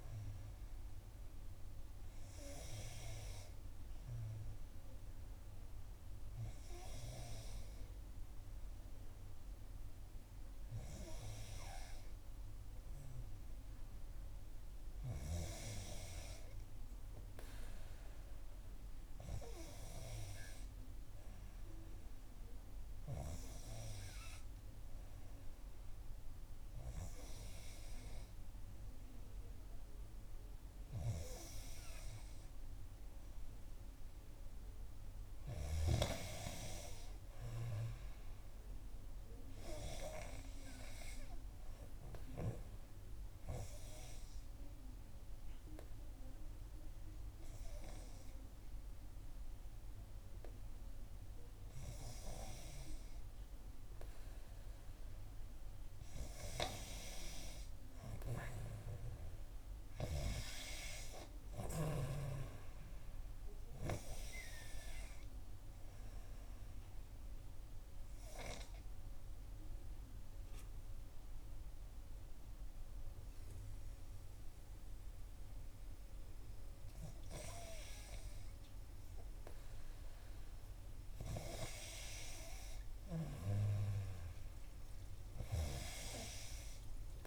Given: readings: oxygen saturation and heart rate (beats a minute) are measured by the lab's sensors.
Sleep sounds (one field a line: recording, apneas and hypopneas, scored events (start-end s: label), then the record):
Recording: breathing in sleep by a room microphone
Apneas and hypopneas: 2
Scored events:
42.50-54.00 s: obstructive apnea (oxygen 93% before, 91% lowest, heart rate 62 before, 57 extreme, up 6 after)
57.50-61.50 s: arousal
67.50-78.50 s: obstructive apnea (oxygen 93% before, 91% lowest, heart rate 61 before, 57 extreme, up 5 after)
80.50-85.50 s: arousal
From the record:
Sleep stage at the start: N2 (light sleep)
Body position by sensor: on the back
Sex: female